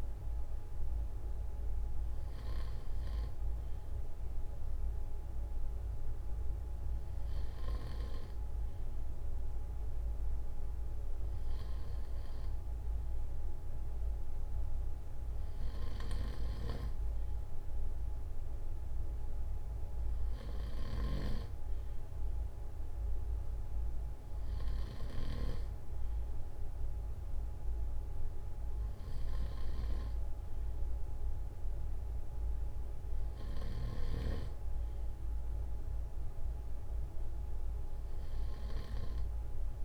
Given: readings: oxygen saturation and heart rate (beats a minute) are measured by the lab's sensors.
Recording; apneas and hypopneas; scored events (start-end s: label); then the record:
breathing in sleep by a room microphone; none
none scored
From the record:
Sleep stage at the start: N2 (light sleep); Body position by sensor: on the front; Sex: male